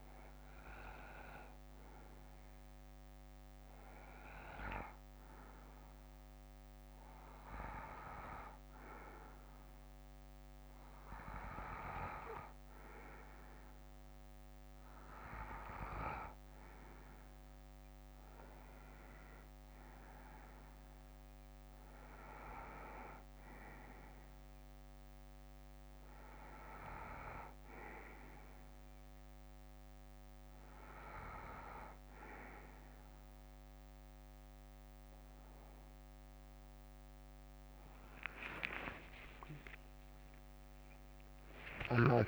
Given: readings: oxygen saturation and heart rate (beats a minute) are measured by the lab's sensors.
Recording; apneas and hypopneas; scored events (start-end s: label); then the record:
breathing in sleep by a microphone on the trachea; none
0.00-4.50 s: bradycardia (device-marked, heart rate 58 extreme)
22.50-29.50 s: bradycardia (device-marked, heart rate 67 before, 52 extreme)
34.50-37.50 s: bradycardia (device-marked, heart rate 66 before, 60 extreme)
From the record:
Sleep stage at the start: N2 (light sleep); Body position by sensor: on the front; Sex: male